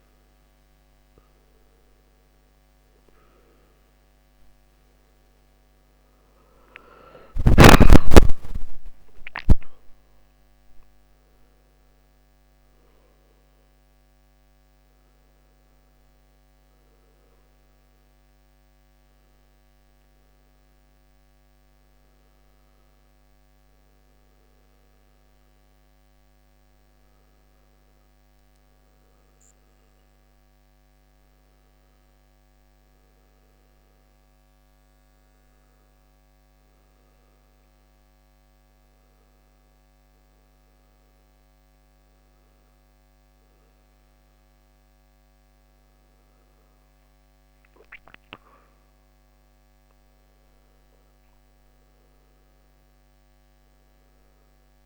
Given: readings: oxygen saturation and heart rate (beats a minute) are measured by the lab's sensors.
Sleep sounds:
breathing in sleep by a microphone on the trachea; 1
9.00-13.00 s: arousal
18.00-42.00 s: obstructive apnea (oxygen 91% before, 88% lowest, heart rate 73 before, 67 extreme)
44.00-48.00 s: arousal
From the record:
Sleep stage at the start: N1 (lightest sleep); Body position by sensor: on the back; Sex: male

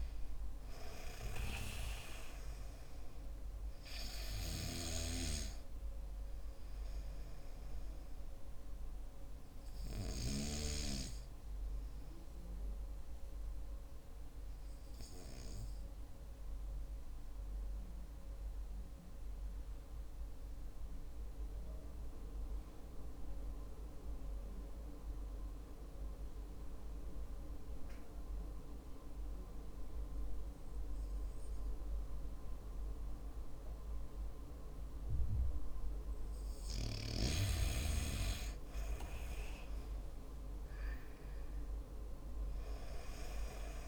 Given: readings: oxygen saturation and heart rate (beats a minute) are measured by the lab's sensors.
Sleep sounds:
breathing in sleep by a room microphone; 1
17.50-37.00 s: mixed apnea (oxygen 97% before, 93% lowest, heart rate 55 before, 48 extreme, up 10 after)
40.00-43.00 s: arousal
From the record:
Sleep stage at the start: N2 (light sleep); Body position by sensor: on the back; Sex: male

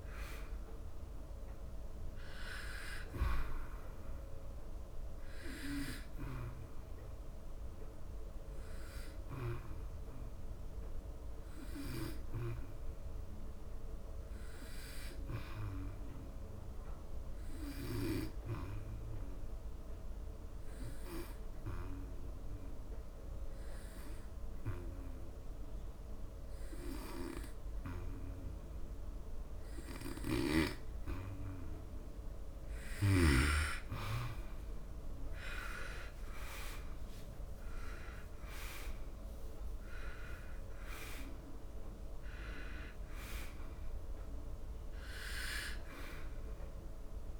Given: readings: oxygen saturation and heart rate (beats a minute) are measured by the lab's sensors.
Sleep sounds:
breathing in sleep by a room microphone; 1
0.00-16.00 s: oxygen desaturation (device-marked, oxygen 88% lowest, heart rate 72 extreme)
3.50-32.00 s: hypopnea (oxygen 98% before, 88% lowest, heart rate 79 before, 72 extreme, up 11 after)
31.00-47.40 s: oxygen desaturation (device-marked, oxygen 98% before, 90% lowest, heart rate 76 before, 72 extreme)
33.50-37.50 s: arousal
From the record:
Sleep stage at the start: N2 (light sleep); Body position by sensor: on the back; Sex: male

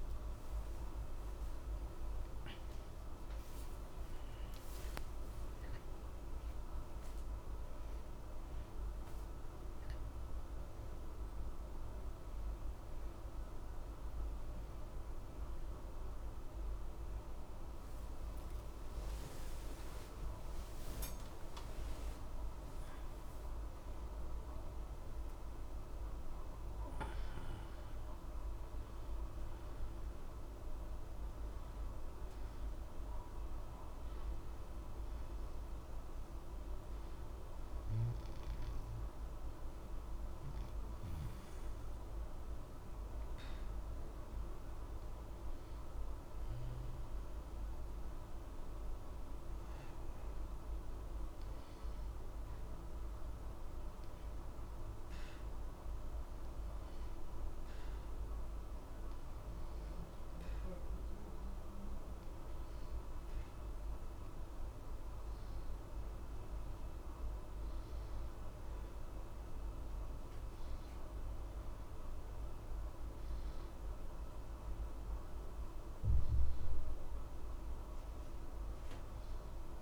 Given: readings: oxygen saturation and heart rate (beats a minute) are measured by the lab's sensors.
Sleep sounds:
breathing in sleep, hard to hear, by a room microphone; none
17.00-21.50 s: arousal
57.00-79.82 s: new sleep stage, N2 (light sleep)
From the record:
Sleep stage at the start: N1 (lightest sleep); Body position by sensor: on the back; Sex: male

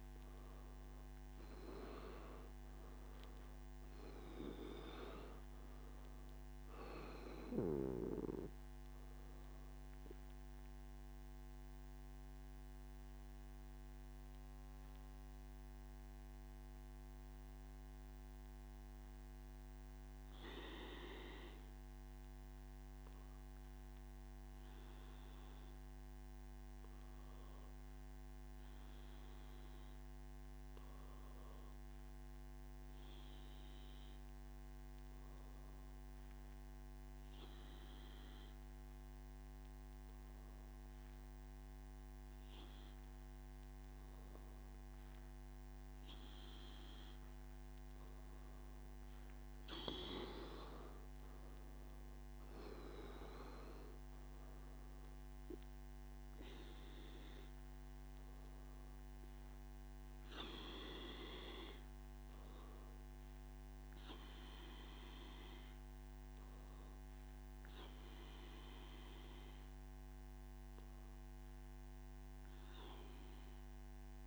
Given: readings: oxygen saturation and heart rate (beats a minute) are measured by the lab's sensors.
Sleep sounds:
breathing in sleep by a microphone on the trachea; none
none scored
From the record:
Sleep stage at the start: N1 (lightest sleep); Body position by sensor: on the back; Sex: male

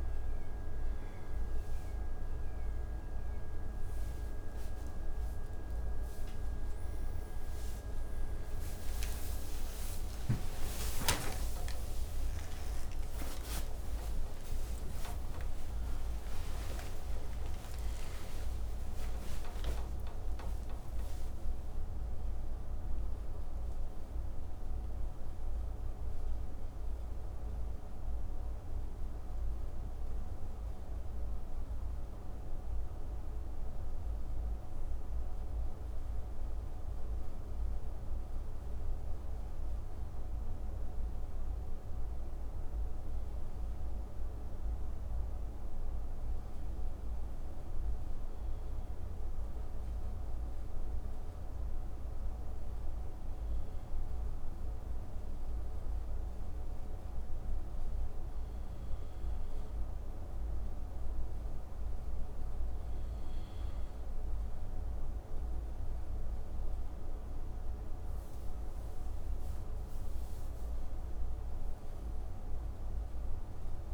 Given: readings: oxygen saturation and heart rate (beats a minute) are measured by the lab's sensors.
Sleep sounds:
breathing in sleep, hard to hear, by a room microphone; 1
0.00-23.00 s: oxygen desaturation (device-marked, oxygen 91% lowest)
5.50-12.50 s: arousal
12.00-73.94 s: new sleep stage, N1 (lightest sleep)
41.00-58.00 s: hypopnea (oxygen 98% before, 92% lowest)
55.00-73.94 s: oxygen desaturation (device-marked, oxygen 96% before, 92% lowest)
61.00-65.00 s: arousal
From the record:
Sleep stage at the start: N2 (light sleep); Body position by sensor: on the right side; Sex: male

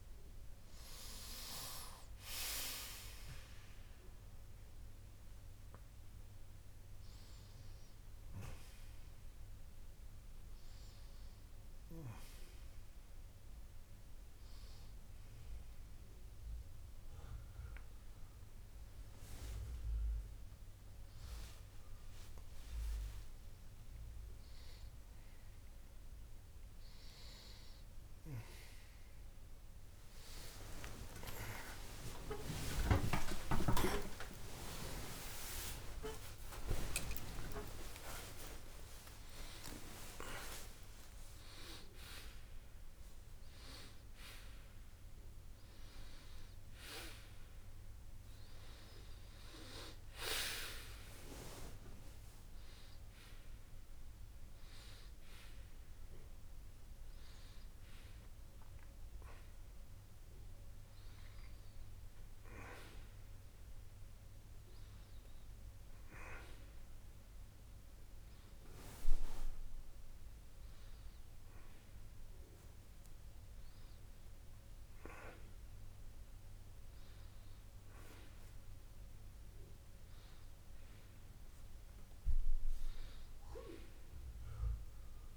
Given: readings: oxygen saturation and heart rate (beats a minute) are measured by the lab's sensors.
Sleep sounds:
a person awake in a sleep study, by a room microphone; none
39.50-49.50 s: oxygen desaturation (device-marked, oxygen 96% before, 93% lowest, heart rate 114 before, 72 extreme)
64.50-85.37 s: new sleep stage, N1 (lightest sleep)
From the record:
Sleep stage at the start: awake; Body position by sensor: on the back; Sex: male

